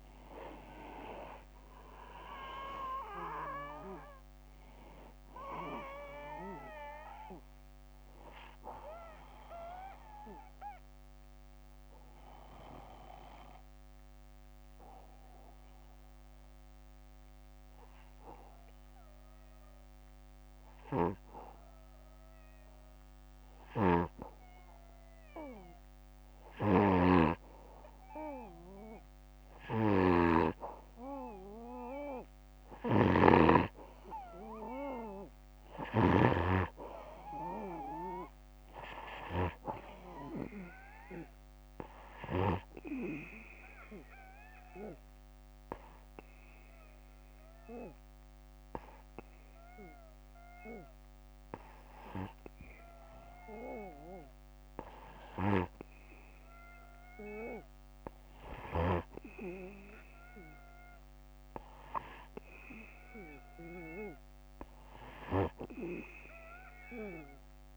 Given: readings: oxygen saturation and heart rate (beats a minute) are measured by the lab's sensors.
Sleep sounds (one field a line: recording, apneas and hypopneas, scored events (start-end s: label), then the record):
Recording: breathing in sleep by a microphone on the trachea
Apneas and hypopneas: 2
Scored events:
0.00-2.00 s: arousal
0.00-13.50 s: oxygen desaturation (device-marked, oxygen 92% lowest, heart rate 58 extreme)
9.50-29.00 s: obstructive apnea (oxygen 95% before, 91% lowest, heart rate 66 before, 58 extreme, up 6 after)
23.00-35.50 s: snoring (device-marked)
32.00-35.50 s: arousal
39.50-60.50 s: oxygen desaturation (device-marked, oxygen 97% before, 91% lowest, heart rate 62 before, 61 extreme)
43.50-56.50 s: obstructive apnea (oxygen 97% before, 91% lowest, heart rate 64 before, 61 extreme, up 3 after)
61.50-65.00 s: arousal
From the record:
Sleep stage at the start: N2 (light sleep)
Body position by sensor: on the back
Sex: male